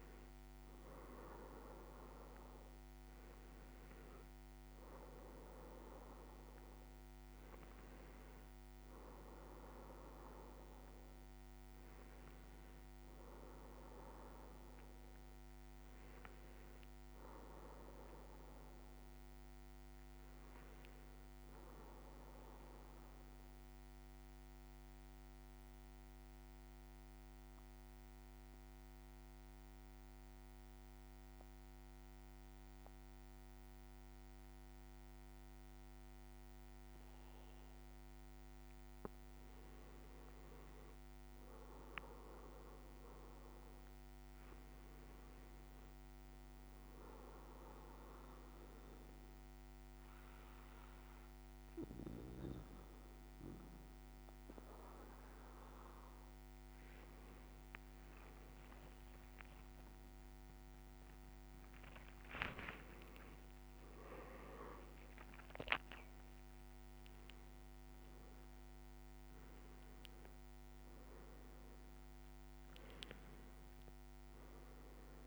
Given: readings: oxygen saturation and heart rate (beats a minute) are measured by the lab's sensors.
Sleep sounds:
breathing in sleep by a microphone on the trachea; 1
23.50-39.00 s: mixed apnea (oxygen 97% before, 95% lowest, heart rate 56 before, 52 extreme, up 4 after)
41.00-45.00 s: arousal
47.50-61.50 s: oxygen desaturation (device-marked, oxygen 99% before, 95% lowest, heart rate 56 before, 52 extreme)
58.50-59.00 s: leg movement (device-marked)
64.00-70.00 s: arousal
From the record:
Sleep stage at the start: N2 (light sleep); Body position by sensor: on the back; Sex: male

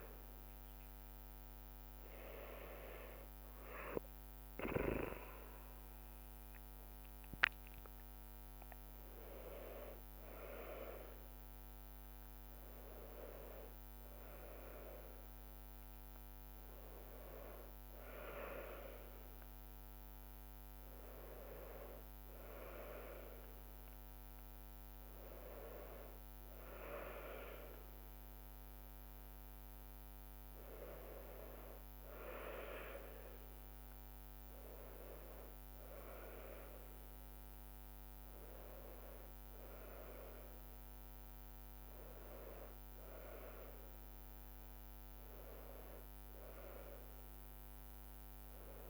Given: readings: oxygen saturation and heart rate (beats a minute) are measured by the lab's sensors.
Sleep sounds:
breathing in sleep by a microphone on the trachea; none
none scored
From the record:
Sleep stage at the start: N2 (light sleep); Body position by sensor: on the back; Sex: female

